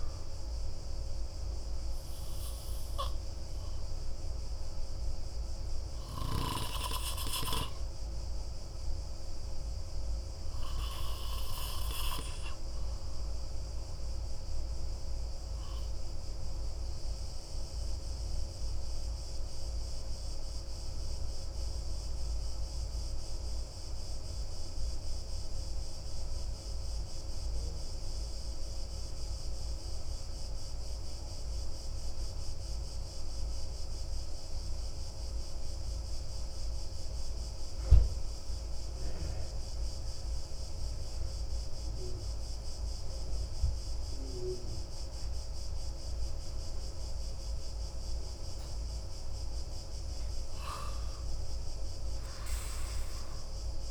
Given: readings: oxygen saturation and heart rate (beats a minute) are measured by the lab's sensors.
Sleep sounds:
breathing in sleep by a room microphone; 1
0.00-3.50 s: oxygen desaturation (device-marked, oxygen 93% lowest)
1.00-49.00 s: obstructive apnea (oxygen 98% before, 90% lowest)
12.50-28.50 s: oxygen desaturation (device-marked, oxygen 94% before, 90% lowest, heart rate 31 before, 27 extreme)
50.50-53.91 s: arousal
51.50-53.91 s: oxygen desaturation (device-marked, oxygen 97% before, 93% lowest, heart rate 36 before, 29 extreme)
From the record:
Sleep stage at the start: N2 (light sleep); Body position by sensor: on the back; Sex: male

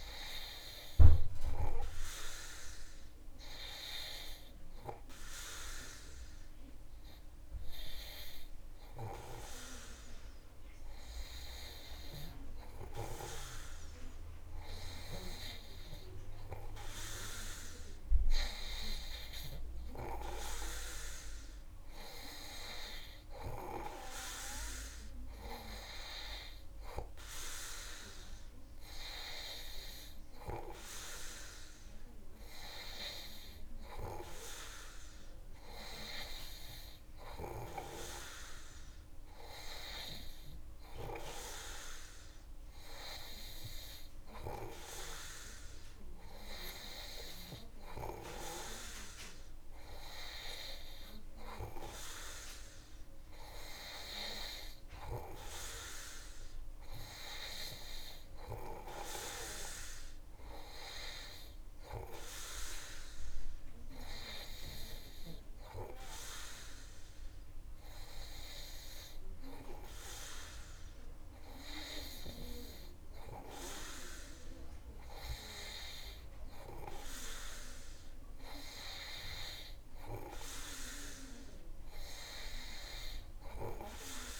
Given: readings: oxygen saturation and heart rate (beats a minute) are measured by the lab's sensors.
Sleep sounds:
breathing in sleep by a room microphone; none
none scored
From the record:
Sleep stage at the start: N2 (light sleep); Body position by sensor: on the back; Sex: male

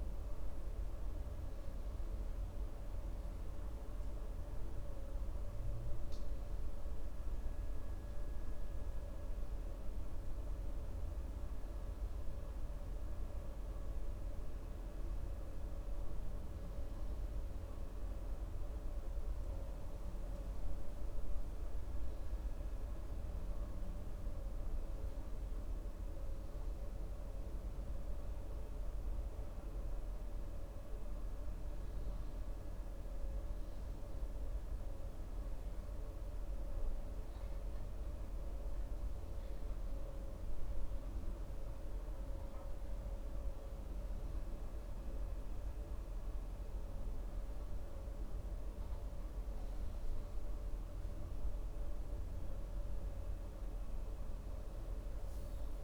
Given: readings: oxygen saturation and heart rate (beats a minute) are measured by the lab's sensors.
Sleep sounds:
breathing in sleep, hard to hear, by a room microphone; none
none scored
From the record:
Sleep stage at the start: N2 (light sleep); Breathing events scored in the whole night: 169 in 4.5 hours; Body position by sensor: on the right side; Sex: male

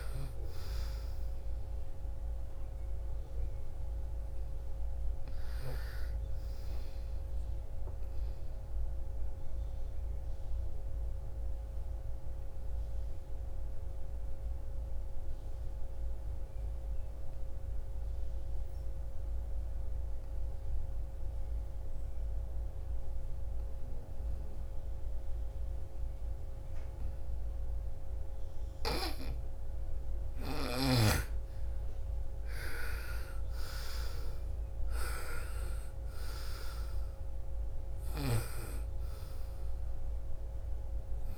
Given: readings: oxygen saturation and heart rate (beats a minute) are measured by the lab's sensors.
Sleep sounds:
breathing in sleep by a room microphone; 1
0.00-15.00 s: oxygen desaturation (device-marked, oxygen 91% lowest, heart rate 55 extreme)
9.50-29.00 s: obstructive apnea (oxygen 99% before, 82% lowest, heart rate 63 before, 55 extreme, up 15 after)
27.00-41.38 s: oxygen desaturation (device-marked, oxygen 98% before, 86% lowest, heart rate 61 before, 48 extreme)
31.00-35.50 s: arousal
37.00-41.00 s: snoring (device-marked)
From the record:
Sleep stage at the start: N2 (light sleep); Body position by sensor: on the right side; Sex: female

